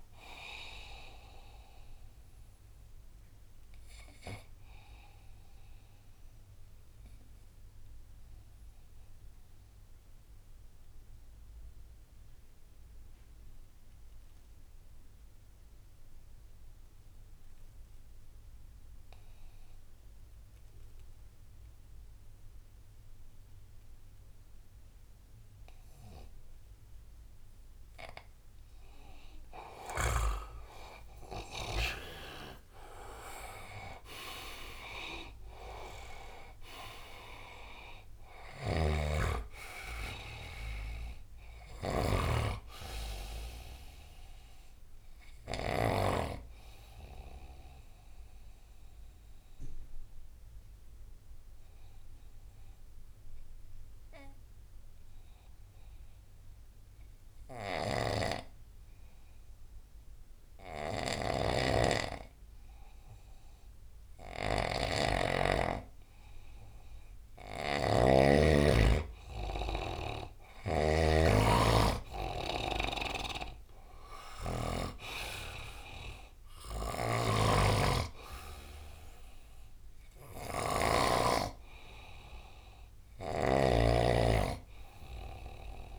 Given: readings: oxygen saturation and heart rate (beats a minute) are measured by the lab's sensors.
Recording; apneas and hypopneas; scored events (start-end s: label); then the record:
breathing in sleep by a room microphone; 2
0.00-1.50 s: arousal
0.00-7.00 s: oxygen desaturation (device-marked, oxygen 89% lowest, heart rate 69 extreme)
4.00-28.50 s: obstructive apnea (oxygen 97% before, 89% lowest, heart rate 80 before, 69 extreme, up 11 after)
26.00-60.00 s: oxygen desaturation (device-marked, oxygen 98% before, 89% lowest, heart rate 74 before, 67 extreme)
30.50-34.50 s: arousal
38.00-45.50 s: snoring (device-marked)
47.00-64.50 s: obstructive apnea (oxygen 98% before, 89% lowest, heart rate 79 before, 67 extreme, up 11 after)
57.50-70.50 s: snoring (device-marked)
70.00-85.99 s: oxygen desaturation (device-marked, oxygen 99% before, 92% lowest, heart rate 74 before, 71 extreme)
72.50-85.99 s: snoring (device-marked)
73.00-77.00 s: arousal
From the record:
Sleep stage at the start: N2 (light sleep); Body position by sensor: on the right side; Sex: male